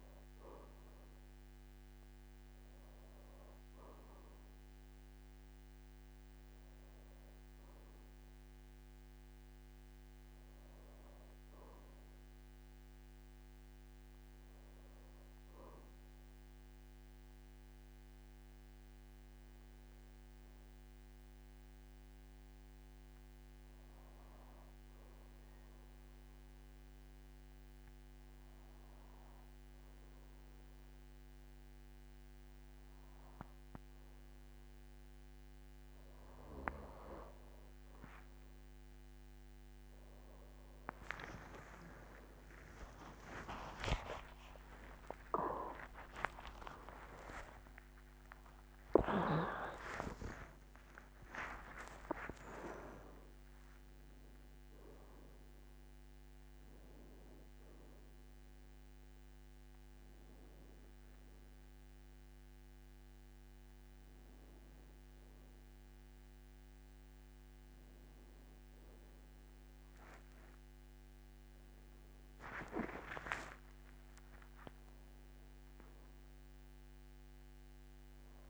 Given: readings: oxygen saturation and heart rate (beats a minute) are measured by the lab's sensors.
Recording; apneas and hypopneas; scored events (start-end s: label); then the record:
a person partly awake in a sleep study, by a microphone on the trachea; 1
24.00-36.00 s: obstructive apnea (oxygen 98% before, 92% lowest, heart rate 54 before, 52 extreme)
40.00-48.00 s: tachycardia (device-marked, heart rate 53 before, 179 extreme)
40.00-59.00 s: oxygen desaturation (device-marked, oxygen 98% before, 93% lowest, heart rate 55 before, 59 extreme)
41.00-71.00 s: new sleep stage, awake
41.50-43.50 s: long interval between heartbeats (device-marked, heart rate 56 before, 90 extreme)
43.50-45.50 s: long interval between heartbeats (device-marked, heart rate 60 before, 122 extreme)
46.50-48.50 s: long interval between heartbeats (device-marked, heart rate 73 before, 177 extreme)
61.00-71.00 s: oxygen desaturation (device-marked, oxygen 95% before, 92% lowest, heart rate 114 before, 58 extreme)
71.00-78.50 s: new sleep stage, N1 (lightest sleep)
From the record:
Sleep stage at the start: N2 (light sleep); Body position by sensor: on the back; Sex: male